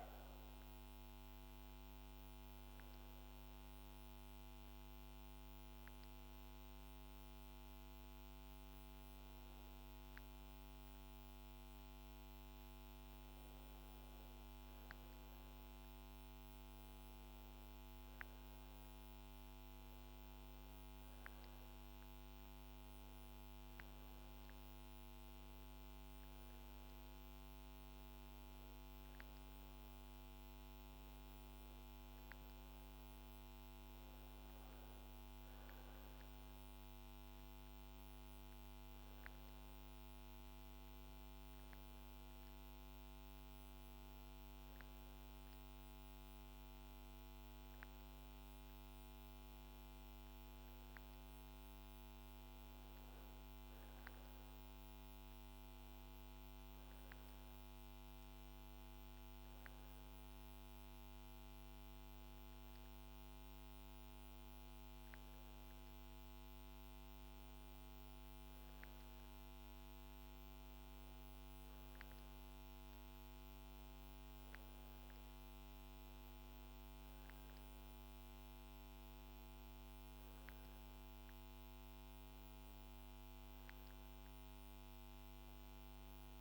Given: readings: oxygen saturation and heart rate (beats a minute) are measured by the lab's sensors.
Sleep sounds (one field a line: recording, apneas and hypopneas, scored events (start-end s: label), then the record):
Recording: breathing in sleep, hard to hear, by a microphone on the trachea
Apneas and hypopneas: none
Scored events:
0.00-1.00 s: arousal
From the record:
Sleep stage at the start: N1 (lightest sleep)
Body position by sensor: on the back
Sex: female